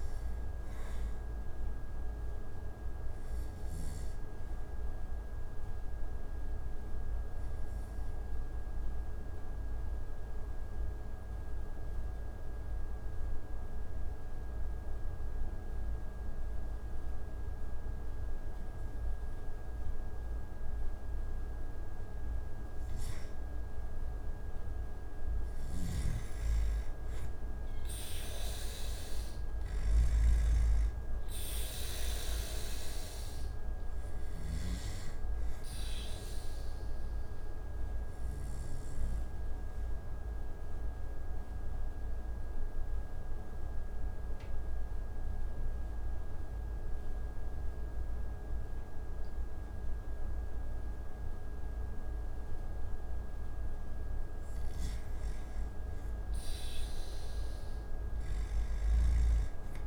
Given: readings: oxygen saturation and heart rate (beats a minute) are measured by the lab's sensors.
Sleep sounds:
breathing in sleep, hard to hear, by a room microphone; 2
0.00-25.00 s: oxygen desaturation (device-marked, oxygen 89% lowest)
2.50-21.00 s: obstructive apnea (oxygen 97% before, 89% lowest)
23.50-26.50 s: arousal
35.00-53.00 s: obstructive apnea (oxygen 98% before, 89% lowest)
36.00-52.00 s: oxygen desaturation (device-marked, oxygen 98% before, 89% lowest)
55.00-58.00 s: arousal
From the record:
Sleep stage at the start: N2 (light sleep); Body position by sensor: on the back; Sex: male

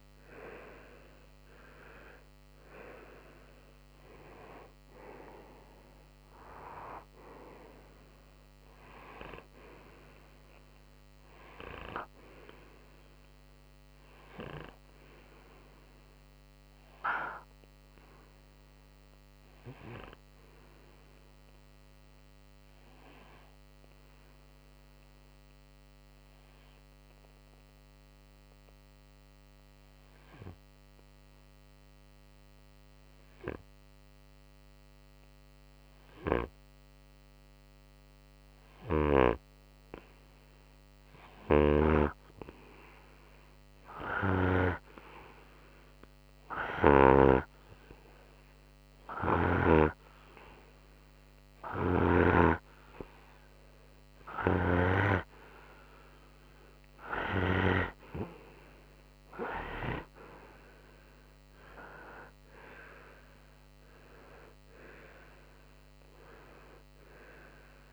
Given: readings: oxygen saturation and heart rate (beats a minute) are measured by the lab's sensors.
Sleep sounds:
breathing in sleep by a microphone on the trachea; 1
0.50-10.50 s: oxygen desaturation (device-marked, oxygen 95% before, 91% lowest, heart rate 64 before, 59 extreme)
16.50-43.50 s: obstructive apnea (oxygen 95% before, 90% lowest, heart rate 67 before, 59 extreme, up 1 after)
38.50-47.00 s: snoring (device-marked)
43.50-47.00 s: arousal
49.50-67.93 s: oxygen desaturation (device-marked, oxygen 97% before, 91% lowest, heart rate 62 before, 55 extreme)
From the record:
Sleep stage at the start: N2 (light sleep); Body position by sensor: on the right side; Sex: male

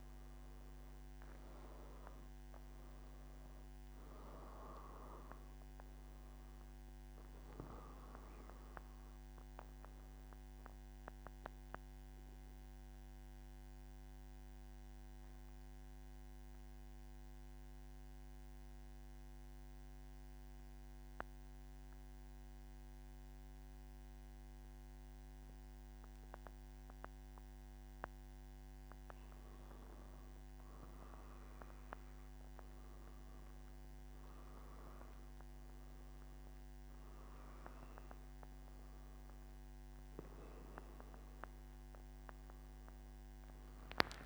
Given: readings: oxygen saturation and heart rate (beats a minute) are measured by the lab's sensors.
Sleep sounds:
breathing in sleep by a microphone on the trachea; 1
11.50-29.50 s: mixed apnea (oxygen 96% before, 92% lowest, heart rate 119 before, 116 extreme, up 3 after)
From the record:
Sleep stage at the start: N1 (lightest sleep); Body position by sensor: on the back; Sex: male

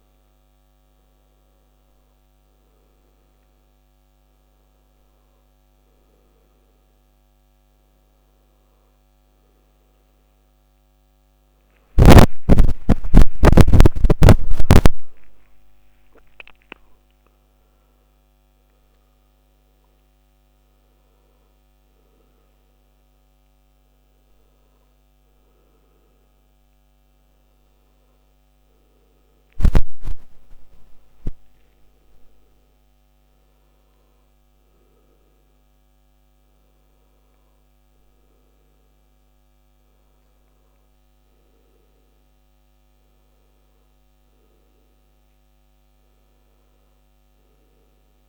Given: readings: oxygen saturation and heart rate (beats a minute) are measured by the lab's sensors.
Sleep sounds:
breathing in sleep by a microphone on the trachea; none
12.00-15.50 s: arousal
From the record:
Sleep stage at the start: N1 (lightest sleep); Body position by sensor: on the back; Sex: male

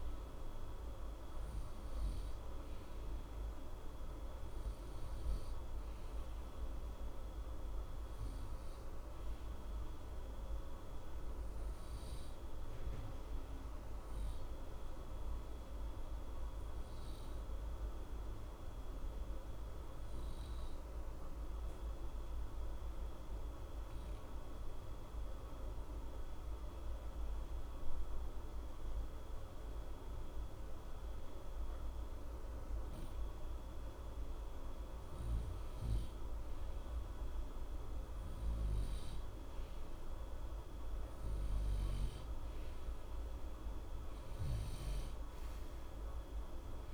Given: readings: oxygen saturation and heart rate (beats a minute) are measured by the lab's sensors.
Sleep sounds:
breathing in sleep, hard to hear, by a room microphone; 1
0.00-18.50 s: oxygen desaturation (device-marked, oxygen 89% lowest, heart rate 60 extreme)
14.50-35.50 s: obstructive apnea (oxygen 93% before, 90% lowest, heart rate 61 before, 60 extreme, up 2 after)
37.50-41.50 s: arousal
From the record:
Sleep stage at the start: N2 (light sleep); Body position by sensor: on the right side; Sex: male

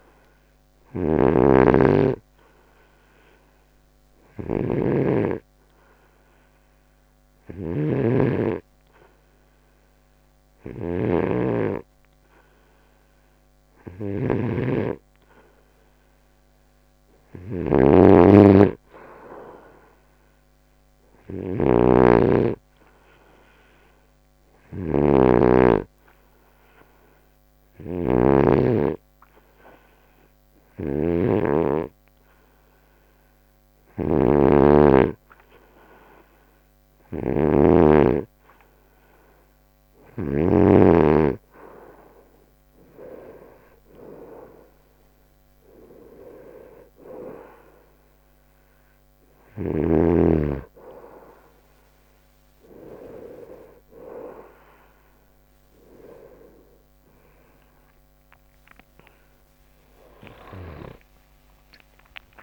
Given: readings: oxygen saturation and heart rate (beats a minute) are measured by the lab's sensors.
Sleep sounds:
breathing in sleep by a microphone on the trachea; none
60.50-62.43 s: arousal
From the record:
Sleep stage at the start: N2 (light sleep); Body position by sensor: on the right side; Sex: male

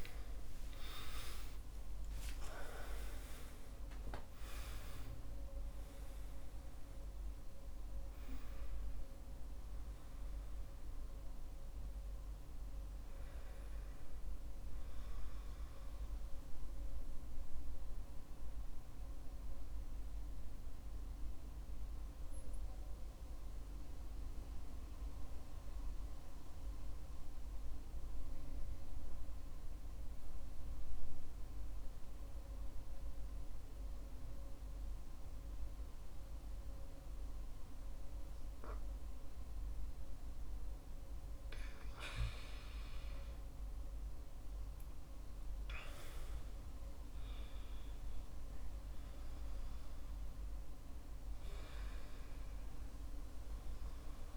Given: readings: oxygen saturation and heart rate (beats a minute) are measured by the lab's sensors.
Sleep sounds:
breathing in sleep by a room microphone; 1
0.00-31.00 s: oxygen desaturation (device-marked, oxygen 85% lowest, heart rate 54 extreme)
0.50-4.50 s: arousal
19.00-41.00 s: obstructive apnea (oxygen 97% before, 85% lowest, heart rate 75 before, 54 extreme, up 11 after)
43.50-47.50 s: arousal
From the record:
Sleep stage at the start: REM sleep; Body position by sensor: on the back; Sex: male

